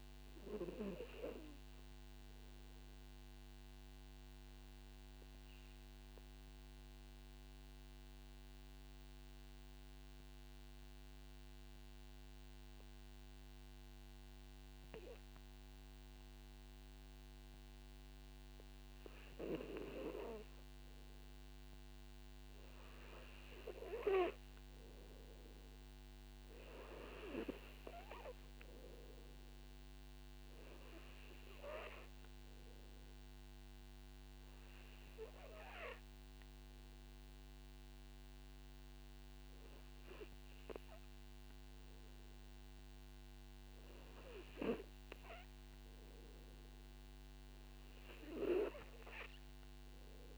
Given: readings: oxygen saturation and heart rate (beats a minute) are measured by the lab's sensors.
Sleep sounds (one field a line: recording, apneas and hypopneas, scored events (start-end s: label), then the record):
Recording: breathing in sleep by a microphone on the trachea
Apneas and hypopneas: 1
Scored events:
0.00-4.50 s: oxygen desaturation (device-marked, oxygen 93% lowest, heart rate 49 extreme)
1.50-20.00 s: obstructive apnea (oxygen 100% before, 91% lowest, heart rate 62 before, 49 extreme, up 7 after)
11.50-19.50 s: oxygen desaturation (device-marked, oxygen 94% before, 91% lowest, heart rate 58 before, 51 extreme)
21.00-24.00 s: arousal
25.50-42.50 s: oxygen desaturation (device-marked, oxygen 99% before, 94% lowest, heart rate 52 before, 49 extreme)
From the record:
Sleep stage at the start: N2 (light sleep)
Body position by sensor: on the back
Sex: male